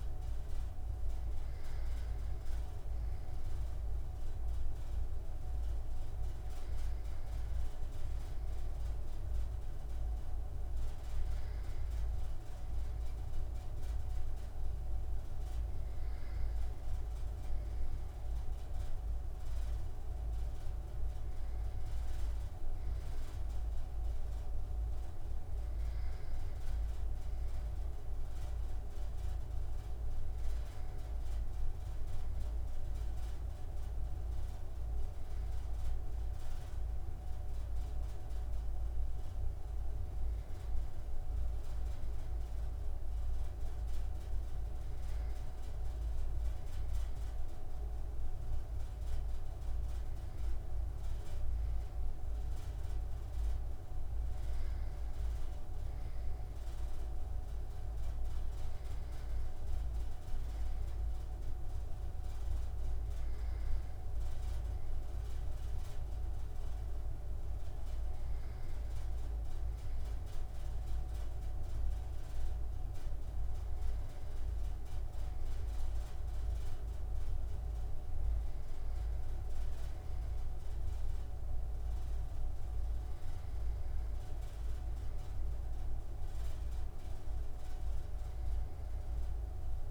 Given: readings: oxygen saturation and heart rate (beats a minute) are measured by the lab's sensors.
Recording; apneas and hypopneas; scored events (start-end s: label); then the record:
breathing in sleep, hard to hear, by a room microphone; none
none scored
From the record:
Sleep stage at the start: N2 (light sleep); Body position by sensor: on the right side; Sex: male